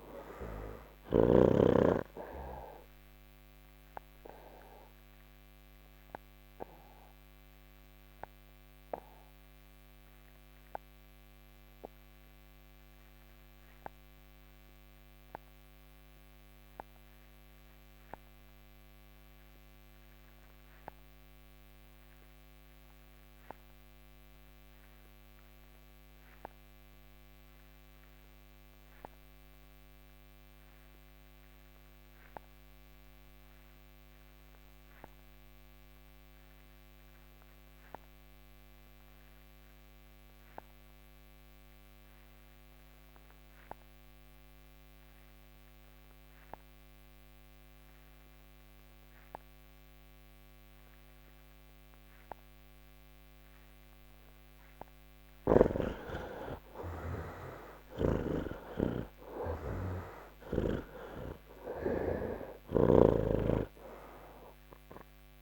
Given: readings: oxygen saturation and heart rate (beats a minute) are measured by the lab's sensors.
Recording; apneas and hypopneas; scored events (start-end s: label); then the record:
breathing in sleep by a microphone on the trachea; 1
0.00-1.50 s: snoring (device-marked)
0.00-21.00 s: oxygen desaturation (device-marked, oxygen 68% lowest, heart rate 58 extreme)
3.50-52.50 s: mixed apnea (oxygen 97% before, 62% lowest, heart rate 142 before, 58 extreme, up 8 after)
23.00-65.42 s: oxygen desaturation (device-marked, oxygen 97% before, 62% lowest, heart rate 145 before, 58 extreme)
From the record:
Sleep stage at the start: N1 (lightest sleep); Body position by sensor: on the back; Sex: male